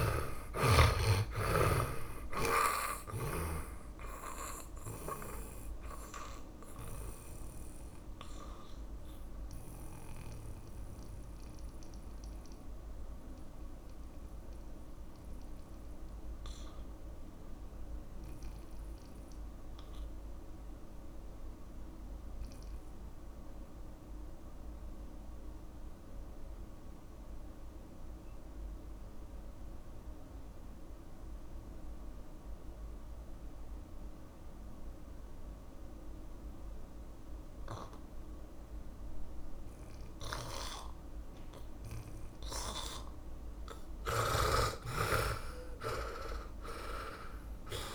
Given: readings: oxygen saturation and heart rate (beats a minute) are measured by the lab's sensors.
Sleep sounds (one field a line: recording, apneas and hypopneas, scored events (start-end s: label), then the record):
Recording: breathing in sleep by a room microphone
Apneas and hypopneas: 1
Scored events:
0.00-28.00 s: oxygen desaturation (device-marked, oxygen 75% lowest, heart rate 45 extreme)
0.50-4.00 s: snoring (device-marked)
6.00-43.00 s: mixed apnea (oxygen 99% before, 71% lowest, heart rate 59 before, 45 extreme, up 22 after)
30.00-47.95 s: oxygen desaturation (device-marked, oxygen 100% before, 72% lowest, heart rate 59 before, 45 extreme)
44.50-47.95 s: arousal
From the record:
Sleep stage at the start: N2 (light sleep)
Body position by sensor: on the back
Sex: male